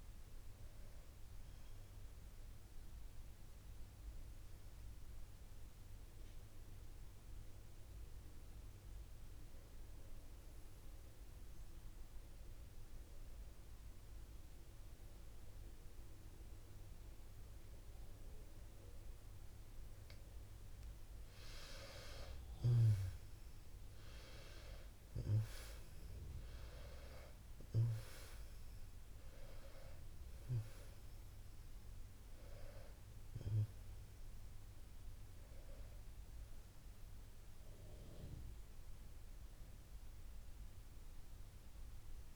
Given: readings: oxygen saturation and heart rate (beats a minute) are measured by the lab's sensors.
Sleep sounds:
breathing in sleep by a room microphone; 1
5.00-21.00 s: obstructive apnea (oxygen 97% before, 92% lowest, heart rate 58 before, 52 extreme, up 17 after)
23.00-26.50 s: arousal
25.00-42.36 s: oxygen desaturation (device-marked, oxygen 98% before, 92% lowest, heart rate 54 before, 53 extreme)
From the record:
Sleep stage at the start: N2 (light sleep); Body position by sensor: on the back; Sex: female

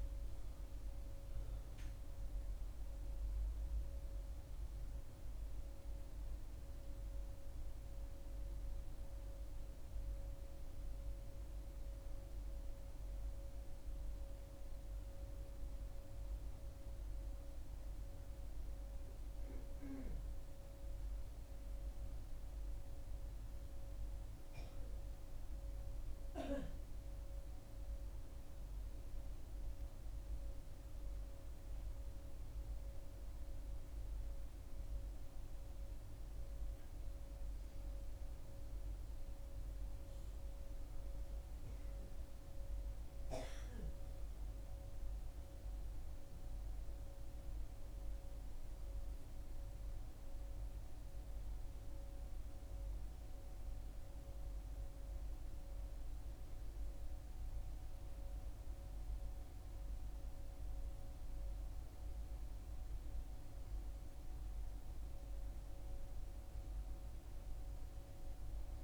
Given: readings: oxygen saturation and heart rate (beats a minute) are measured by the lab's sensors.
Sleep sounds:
breathing in sleep, hard to hear, by a room microphone; none
none scored
From the record:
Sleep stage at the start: N1 (lightest sleep); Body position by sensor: on the back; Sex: female

